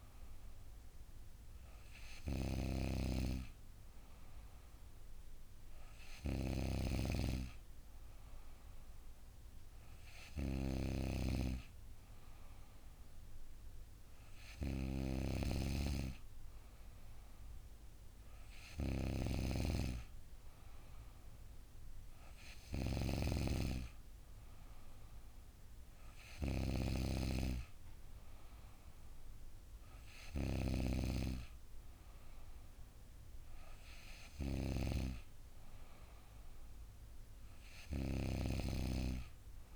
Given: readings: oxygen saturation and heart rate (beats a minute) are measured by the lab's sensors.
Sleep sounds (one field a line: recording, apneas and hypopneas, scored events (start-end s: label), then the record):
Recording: breathing in sleep by a room microphone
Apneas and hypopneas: none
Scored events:
none scored
From the record:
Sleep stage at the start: N3 (deep sleep)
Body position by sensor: on the back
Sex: female